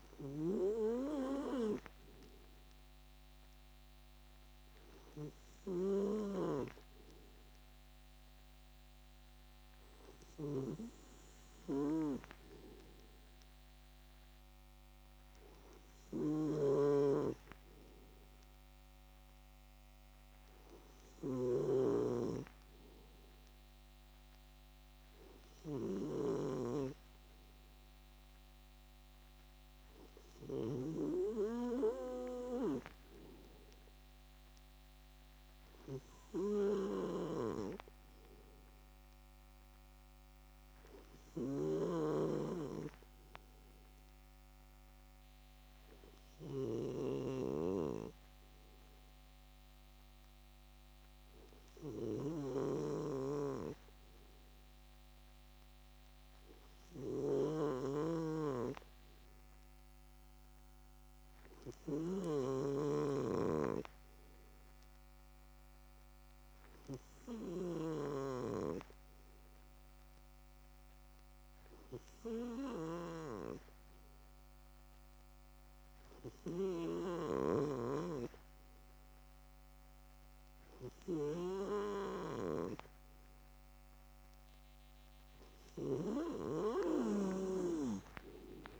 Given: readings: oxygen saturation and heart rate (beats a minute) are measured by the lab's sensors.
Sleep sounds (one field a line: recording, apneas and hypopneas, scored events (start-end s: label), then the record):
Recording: breathing in sleep by a microphone on the trachea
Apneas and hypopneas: 1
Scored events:
16.50-26.50 s: snoring (device-marked)
39.50-83.50 s: obstructive apnea (oxygen 99% before, 94% lowest)
47.00-57.50 s: snoring (device-marked)
From the record:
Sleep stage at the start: N2 (light sleep)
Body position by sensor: on the left side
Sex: male